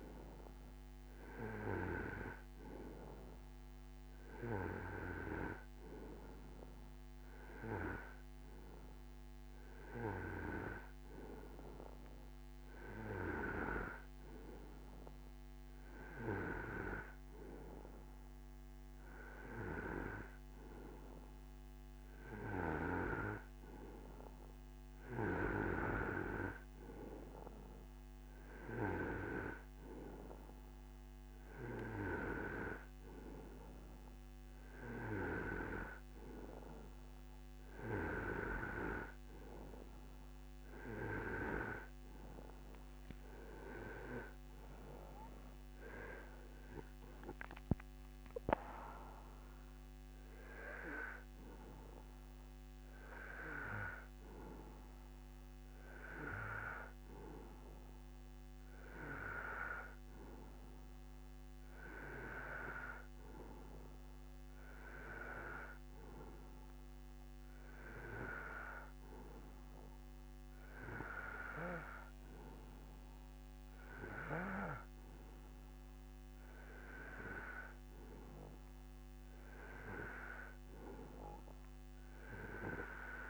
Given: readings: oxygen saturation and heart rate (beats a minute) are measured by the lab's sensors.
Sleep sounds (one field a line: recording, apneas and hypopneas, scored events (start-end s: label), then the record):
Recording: breathing in sleep by a microphone on the trachea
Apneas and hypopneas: none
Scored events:
none scored
From the record:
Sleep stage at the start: N2 (light sleep)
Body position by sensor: on the right side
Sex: male